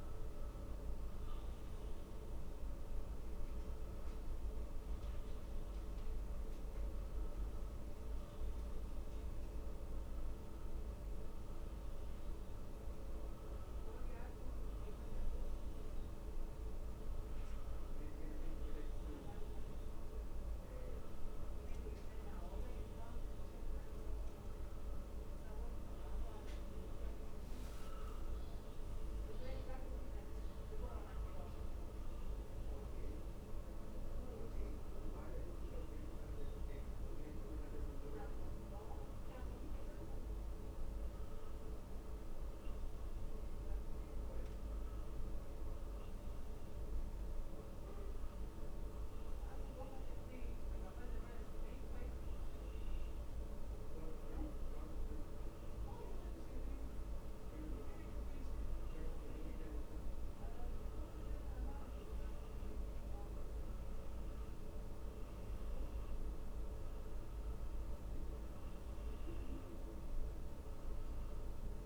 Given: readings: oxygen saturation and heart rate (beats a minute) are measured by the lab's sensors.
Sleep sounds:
a person partly awake in a sleep study, hard to hear, by a room microphone; none
0.00-17.00 s: oxygen desaturation (device-marked, oxygen 88% lowest, heart rate 66 extreme)
28.00-71.86 s: new sleep stage, N1 (lightest sleep)
48.00-71.86 s: oxygen desaturation (device-marked, oxygen 95% before, 91% lowest, heart rate 68 before, 65 extreme)
From the record:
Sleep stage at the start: awake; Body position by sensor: on the back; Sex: male

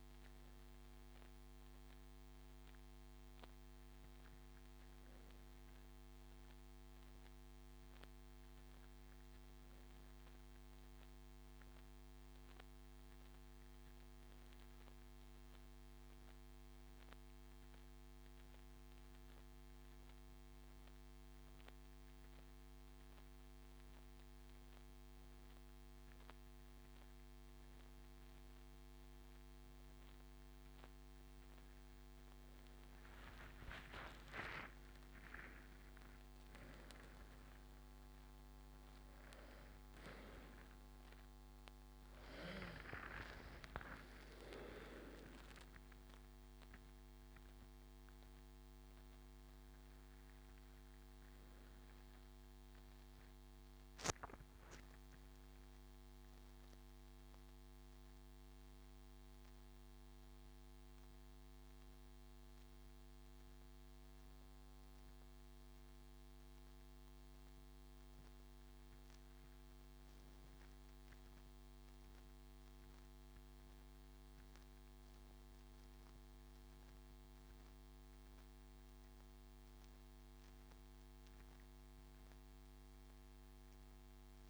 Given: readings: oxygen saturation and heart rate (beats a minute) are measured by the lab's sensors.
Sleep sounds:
breathing in sleep by a microphone on the trachea; 1
30.00-34.00 s: arousal
43.50-84.49 s: new sleep stage, N2 (light sleep)
56.50-69.00 s: central apnea (oxygen 96% before, 95% lowest)
71.00-74.00 s: arousal
From the record:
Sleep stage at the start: N1 (lightest sleep); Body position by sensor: on the front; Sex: male

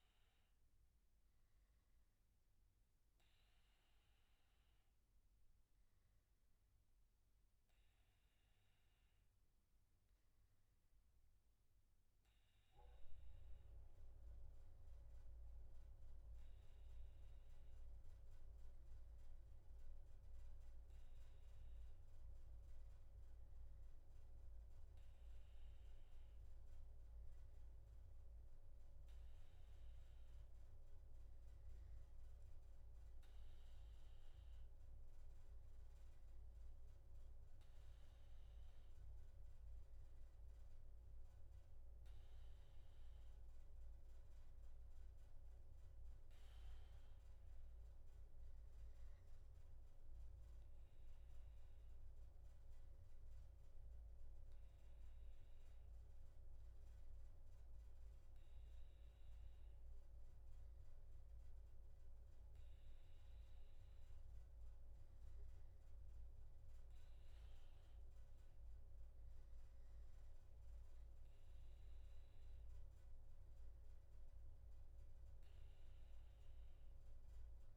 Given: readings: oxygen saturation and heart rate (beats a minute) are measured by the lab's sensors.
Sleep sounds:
breathing in sleep, hard to hear, by a room microphone; none
none scored
From the record:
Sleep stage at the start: N2 (light sleep); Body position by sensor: on the back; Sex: male

